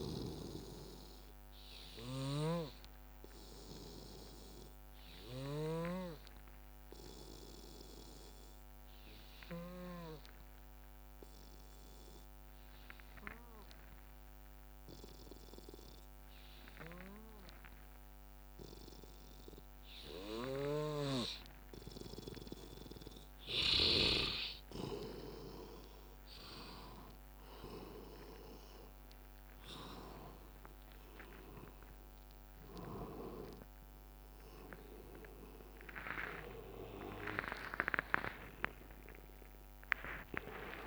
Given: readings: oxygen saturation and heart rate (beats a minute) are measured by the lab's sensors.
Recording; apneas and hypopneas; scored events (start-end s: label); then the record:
a person partly awake in a sleep study, by a microphone on the trachea; 1
2.00-5.50 s: snoring (device-marked)
4.00-22.50 s: obstructive apnea (oxygen 98% before, 90% lowest, heart rate 65 before, 61 extreme, up 17 after)
20.50-24.00 s: snoring (device-marked)
24.00-40.87 s: oxygen desaturation (device-marked, oxygen 96% before, 90% lowest, heart rate 62 before, 74 extreme)
25.00-40.87 s: new sleep stage, awake
30.00-40.87 s: drop in pulse transit time (device-marked, heart rate 65 before, 79 extreme)
33.50-35.50 s: long interval between heartbeats (device-marked, heart rate 68 before, 92 extreme)
36.00-40.87 s: tachycardia (device-marked, heart rate 64 before, 159 extreme)
39.00-40.87 s: long interval between heartbeats (device-marked, heart rate 77 before, 105 extreme)
From the record:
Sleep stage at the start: N2 (light sleep); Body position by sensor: on the back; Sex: male